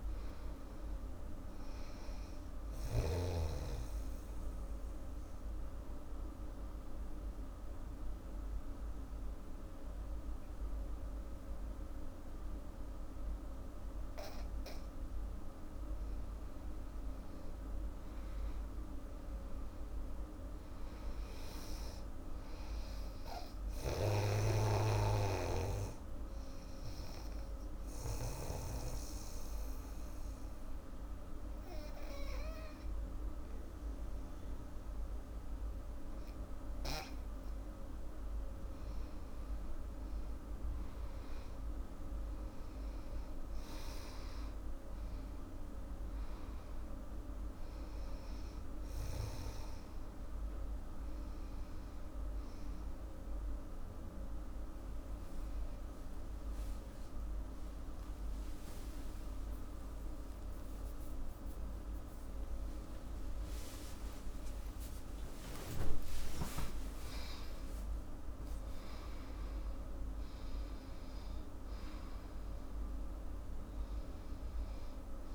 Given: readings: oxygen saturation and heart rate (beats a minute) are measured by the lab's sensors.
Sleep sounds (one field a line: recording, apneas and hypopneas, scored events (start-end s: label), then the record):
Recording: breathing in sleep by a room microphone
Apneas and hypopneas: 2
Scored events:
2.50-14.00 s: obstructive apnea (oxygen 98% before, 87% lowest, heart rate 82 before, 69 extreme, up 15 after)
15.50-19.50 s: arousal
20.00-34.00 s: oxygen desaturation (device-marked, oxygen 98% before, 87% lowest, heart rate 77 before, 69 extreme)
23.50-28.50 s: snoring (device-marked)
23.50-38.00 s: obstructive apnea (oxygen 98% before, 87% lowest, heart rate 76 before, 69 extreme, up 16 after)
39.50-43.00 s: arousal
45.00-57.00 s: oxygen desaturation (device-marked, oxygen 98% before, 92% lowest, heart rate 75 before, 76 extreme)
59.50-66.00 s: arousal
60.00-62.00 s: long interval between heartbeats (device-marked, heart rate 83 before, 112 extreme)
65.50-67.50 s: long interval between heartbeats (device-marked, heart rate 90 before, 119 extreme)
From the record:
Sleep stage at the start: N2 (light sleep)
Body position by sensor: on the back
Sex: female